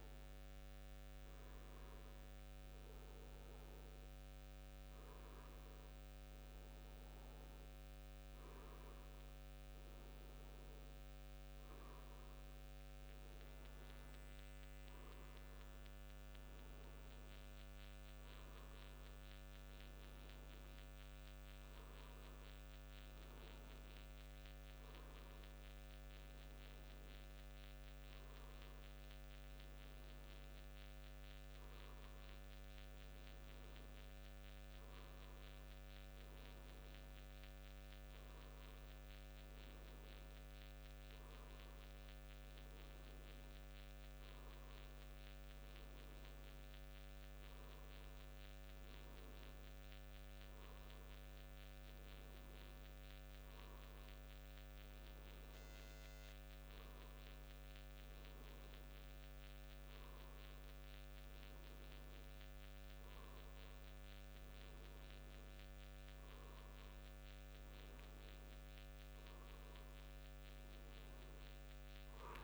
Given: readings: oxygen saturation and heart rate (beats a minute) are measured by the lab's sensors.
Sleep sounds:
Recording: a person awake in a sleep study, hard to hear, by a microphone on the trachea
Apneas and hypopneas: none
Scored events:
none scored
From the record:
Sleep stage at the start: awake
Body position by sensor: on the front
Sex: male

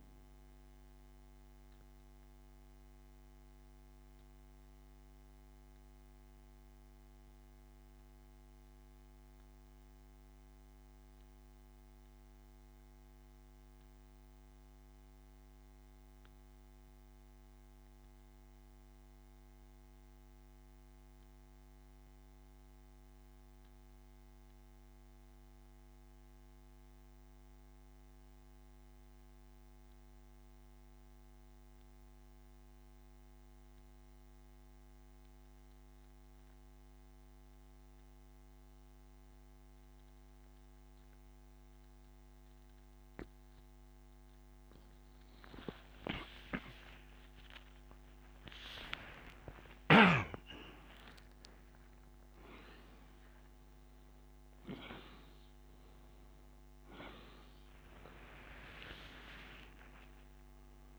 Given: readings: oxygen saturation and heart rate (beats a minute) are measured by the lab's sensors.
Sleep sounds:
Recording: breathing in sleep by a microphone on the trachea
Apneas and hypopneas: 1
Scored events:
0.00-32.00 s: oxygen desaturation (device-marked, oxygen 88% lowest, heart rate 30 extreme)
1.00-43.50 s: mixed apnea (oxygen 96% before, 87% lowest)
47.00-51.50 s: arousal
56.00-60.99 s: oxygen desaturation (device-marked, oxygen 97% before, 87% lowest)
From the record:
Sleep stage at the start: N2 (light sleep)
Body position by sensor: on the back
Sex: male

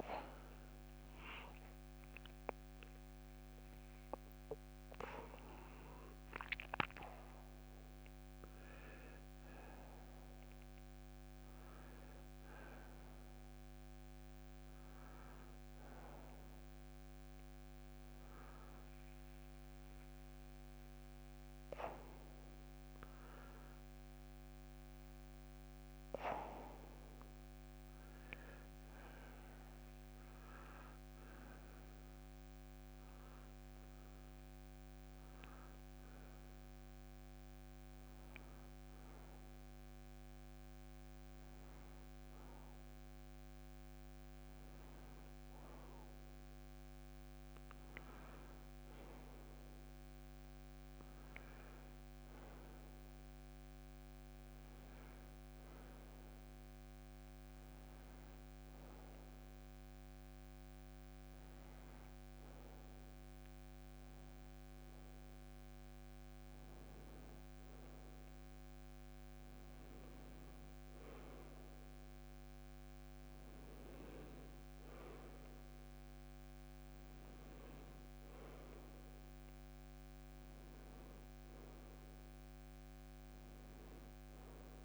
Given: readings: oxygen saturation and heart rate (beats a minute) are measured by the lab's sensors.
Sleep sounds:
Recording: breathing in sleep, hard to hear, by a microphone on the trachea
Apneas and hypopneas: none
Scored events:
1.50-6.00 s: arousal
56.00-84.85 s: new sleep stage, N2 (light sleep)
75.00-79.00 s: arousal
From the record:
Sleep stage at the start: N1 (lightest sleep)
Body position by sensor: on the front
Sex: male

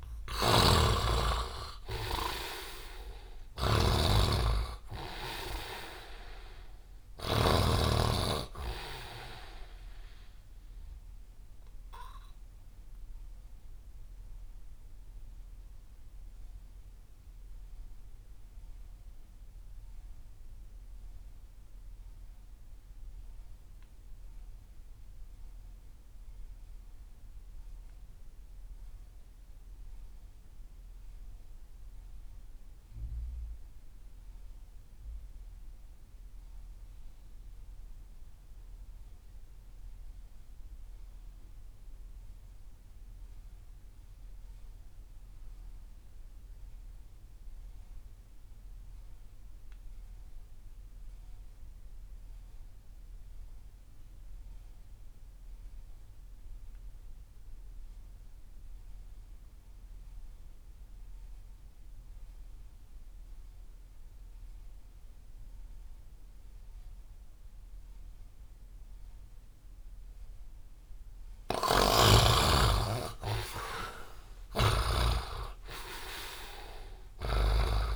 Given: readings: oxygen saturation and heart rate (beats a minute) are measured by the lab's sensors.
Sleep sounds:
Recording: breathing in sleep by a room microphone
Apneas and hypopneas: 1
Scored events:
0.00-23.00 s: oxygen desaturation (device-marked, oxygen 100% before, 69% lowest)
0.50-3.50 s: arousal
0.50-7.50 s: snoring (device-marked)
11.00-71.50 s: mixed apnea (oxygen 100% before, 53% lowest)
31.00-77.96 s: oxygen desaturation (device-marked, oxygen 100% before, 53% lowest)
71.50-77.96 s: snoring (device-marked)
72.50-76.00 s: arousal
From the record:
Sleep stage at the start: REM sleep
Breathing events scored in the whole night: 519 in 6.8 hours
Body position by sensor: on the right side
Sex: male

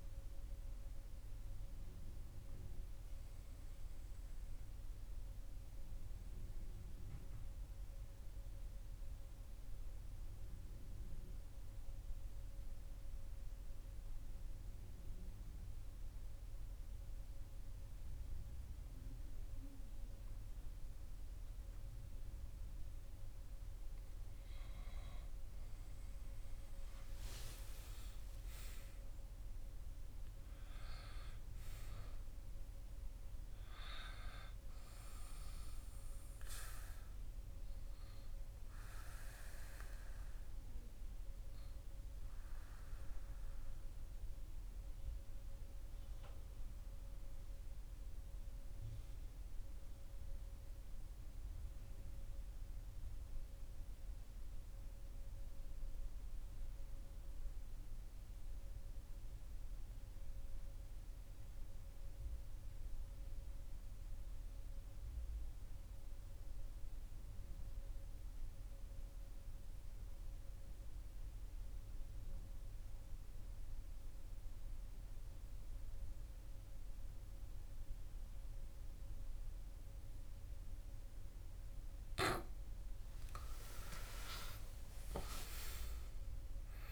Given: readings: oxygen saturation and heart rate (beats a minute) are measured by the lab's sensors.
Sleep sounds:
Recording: breathing in sleep by a room microphone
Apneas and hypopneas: 2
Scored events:
0.00-14.00 s: oxygen desaturation (device-marked, oxygen 90% lowest)
3.00-23.50 s: obstructive apnea (oxygen 96% before, 90% lowest)
25.00-29.00 s: arousal
38.00-82.50 s: obstructive apnea (oxygen 98% before, 85% lowest)
72.00-86.91 s: oxygen desaturation (device-marked, oxygen 97% before, 85% lowest)
83.00-86.91 s: arousal
From the record:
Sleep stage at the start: N2 (light sleep)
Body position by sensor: on the back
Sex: male

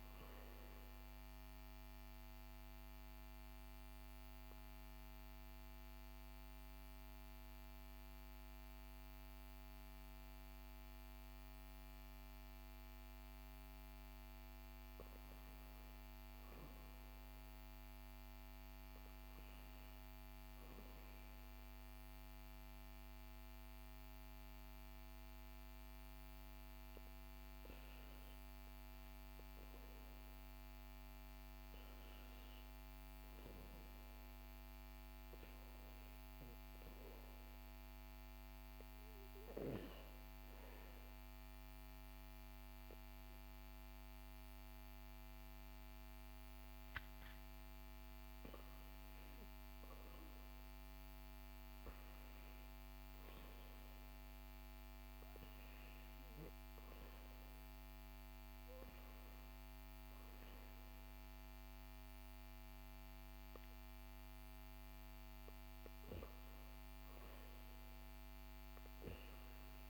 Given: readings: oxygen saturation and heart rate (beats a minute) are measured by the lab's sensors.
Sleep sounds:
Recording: breathing in sleep, hard to hear, by a microphone on the trachea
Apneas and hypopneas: 1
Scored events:
4.00-28.00 s: oxygen desaturation (device-marked, oxygen 98% before, 93% lowest, heart rate 64 before, 61 extreme)
4.50-15.00 s: central apnea (oxygen 98% before, 93% lowest, heart rate 64 before, 61 extreme, up 7 after)
20.00-24.50 s: arousal
From the record:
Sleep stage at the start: REM sleep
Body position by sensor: on the back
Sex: male

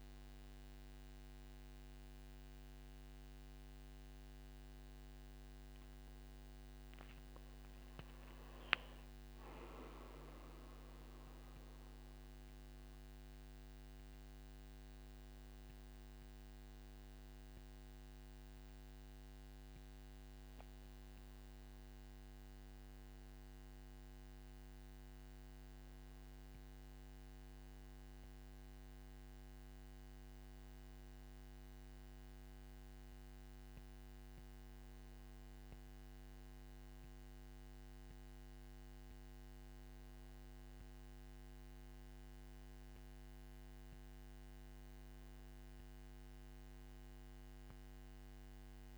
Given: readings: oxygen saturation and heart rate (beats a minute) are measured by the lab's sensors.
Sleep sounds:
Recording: breathing in sleep, hard to hear, by a microphone on the trachea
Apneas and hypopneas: none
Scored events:
none scored
From the record:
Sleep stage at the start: N2 (light sleep)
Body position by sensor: on the back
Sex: male

